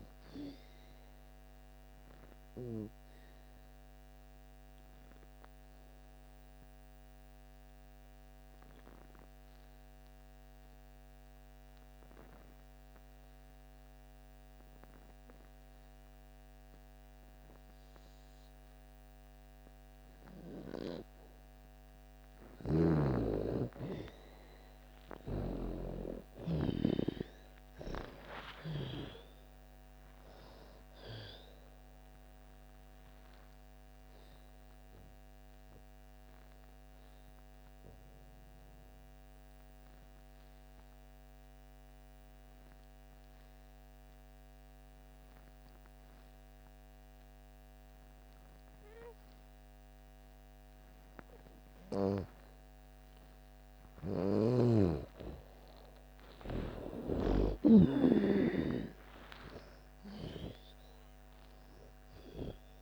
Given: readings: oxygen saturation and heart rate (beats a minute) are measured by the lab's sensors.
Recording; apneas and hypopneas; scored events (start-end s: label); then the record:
breathing in sleep by a microphone on the trachea; 2
0.00-18.50 s: oxygen desaturation (device-marked, oxygen 84% lowest)
1.50-21.50 s: obstructive apnea (oxygen 98% before, 84% lowest)
20.50-48.50 s: oxygen desaturation (device-marked, oxygen 97% before, 84% lowest)
22.00-26.50 s: snoring (device-marked)
25.00-30.00 s: arousal
32.50-52.50 s: obstructive apnea (oxygen 97% before, 82% lowest)
53.50-62.82 s: oxygen desaturation (device-marked, oxygen 97% before, 84% lowest)
55.50-60.00 s: arousal
From the record:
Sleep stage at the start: N2 (light sleep); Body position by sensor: on the back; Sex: female